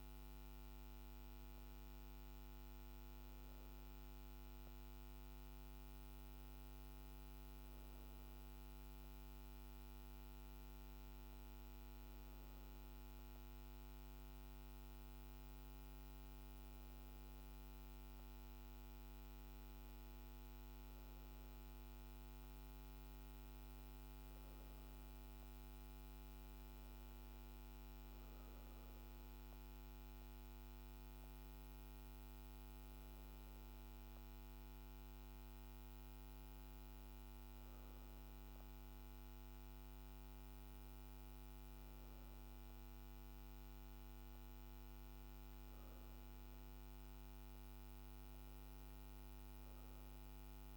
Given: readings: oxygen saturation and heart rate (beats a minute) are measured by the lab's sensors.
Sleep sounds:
breathing in sleep, hard to hear, by a microphone on the trachea; none
none scored
From the record:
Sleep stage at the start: REM sleep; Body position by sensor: on the back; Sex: female

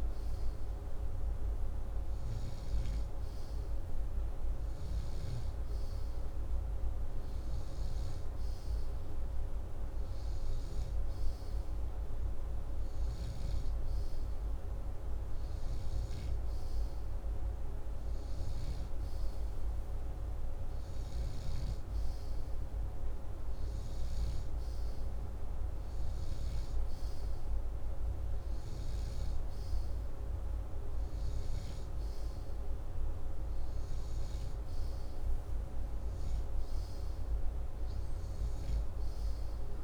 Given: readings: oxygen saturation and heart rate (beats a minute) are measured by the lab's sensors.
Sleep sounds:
breathing in sleep, hard to hear, by a room microphone; none
0.00-3.50 s: snoring (device-marked)
5.50-11.50 s: snoring (device-marked)
13.50-39.84 s: snoring (device-marked)
From the record:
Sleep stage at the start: N2 (light sleep); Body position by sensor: upright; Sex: male

